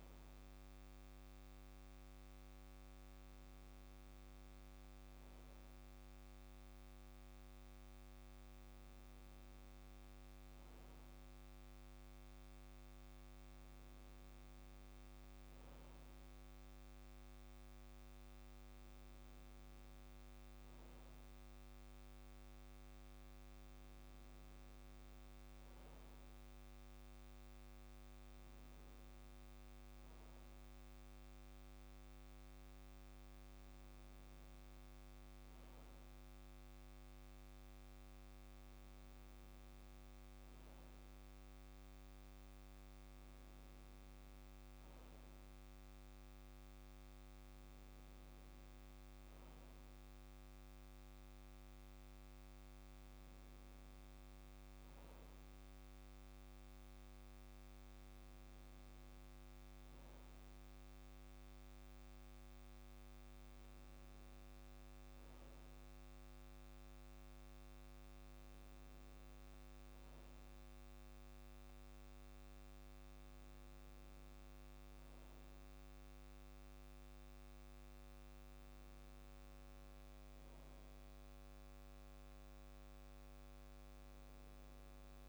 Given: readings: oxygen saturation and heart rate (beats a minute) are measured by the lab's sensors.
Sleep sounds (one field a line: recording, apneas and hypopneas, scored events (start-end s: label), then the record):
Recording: breathing in sleep, hard to hear, by a microphone on the trachea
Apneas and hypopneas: none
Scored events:
none scored
From the record:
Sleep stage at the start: N2 (light sleep)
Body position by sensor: on the back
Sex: male